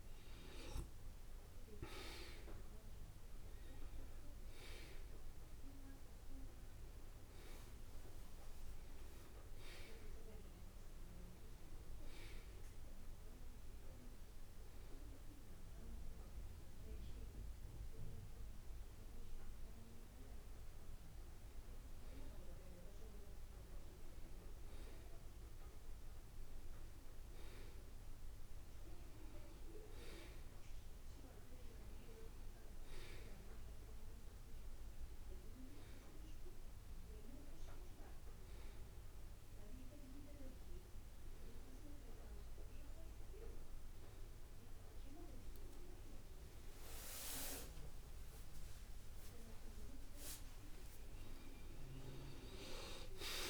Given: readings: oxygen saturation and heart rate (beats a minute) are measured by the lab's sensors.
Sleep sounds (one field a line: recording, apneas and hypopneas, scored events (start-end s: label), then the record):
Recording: a person awake in a sleep study, by a room microphone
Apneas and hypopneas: none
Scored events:
2.00-16.00 s: oxygen desaturation (device-marked, oxygen 93% before, 90% lowest, heart rate 83 before, 74 extreme)
10.00-53.50 s: new sleep stage, awake
46.50-48.50 s: long interval between heartbeats (device-marked, heart rate 74 before, 82 extreme)
49.00-51.00 s: long interval between heartbeats (device-marked, heart rate 77 before, 129 extreme)
From the record:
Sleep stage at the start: N2 (light sleep)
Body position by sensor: on the back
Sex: male